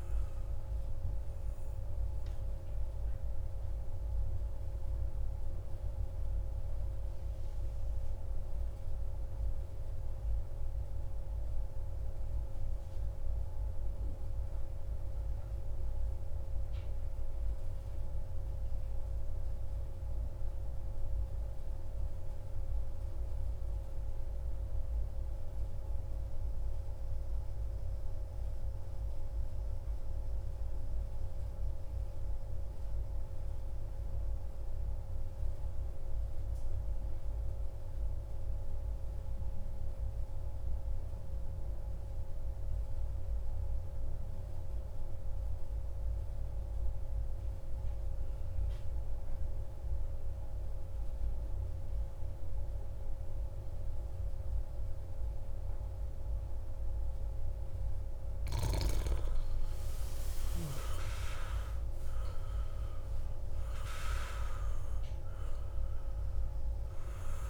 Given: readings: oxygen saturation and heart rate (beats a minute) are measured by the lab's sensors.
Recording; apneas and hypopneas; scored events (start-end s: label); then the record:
breathing in sleep, hard to hear, by a room microphone; 1
0.00-12.00 s: oxygen desaturation (device-marked, oxygen 92% lowest, heart rate 58 extreme)
2.50-57.00 s: mixed apnea (oxygen 97% before, 90% lowest, heart rate 65 before, 58 extreme, up 2 after)
39.00-67.50 s: oxygen desaturation (device-marked, oxygen 97% before, 90% lowest, heart rate 59 before, 58 extreme)
57.00-62.50 s: arousal
From the record:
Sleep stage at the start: N2 (light sleep); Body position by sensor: on the back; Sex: male